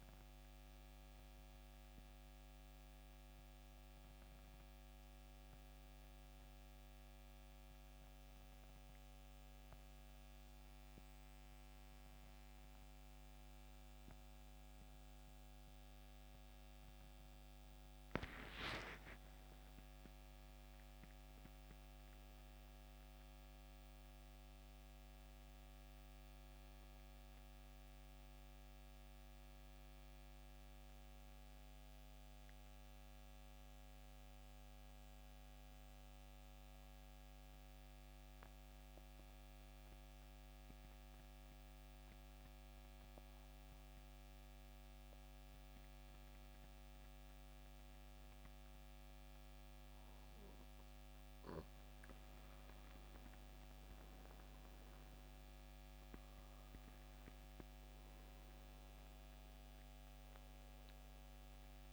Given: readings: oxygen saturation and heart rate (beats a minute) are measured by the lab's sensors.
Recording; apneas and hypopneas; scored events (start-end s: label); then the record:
breathing in sleep, hard to hear, by a microphone on the trachea; 1
0.00-15.00 s: oxygen desaturation (device-marked, oxygen 87% lowest, heart rate 69 extreme)
34.50-49.50 s: central apnea (oxygen 97% before, 89% lowest, heart rate 72 before, 65 extreme, up 13 after)
46.00-61.92 s: oxygen desaturation (device-marked, oxygen 97% before, 89% lowest, heart rate 69 before, 66 extreme)
52.00-57.50 s: arousal
From the record:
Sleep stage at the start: N2 (light sleep); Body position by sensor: on the back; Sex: male